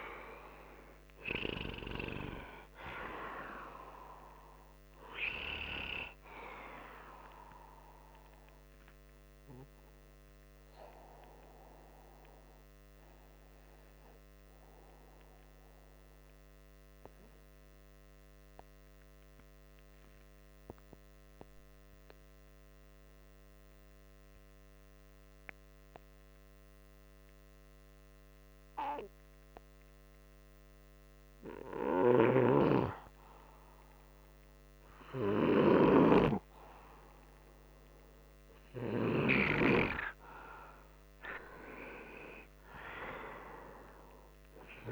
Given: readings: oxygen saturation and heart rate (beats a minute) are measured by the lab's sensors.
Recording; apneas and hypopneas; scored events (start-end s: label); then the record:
breathing in sleep by a microphone on the trachea; 1
0.00-23.50 s: oxygen desaturation (device-marked, oxygen 89% lowest, heart rate 59 extreme)
17.50-32.00 s: hypopnea (oxygen 99% before, 89% lowest, heart rate 63 before, 59 extreme, up 0 after)
32.00-39.00 s: snoring (device-marked)
34.50-39.00 s: arousal
43.50-44.92 s: oxygen desaturation (device-marked, oxygen 98% before, 89% lowest, heart rate 63 before, 61 extreme)
From the record:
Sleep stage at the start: N2 (light sleep); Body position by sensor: upright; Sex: male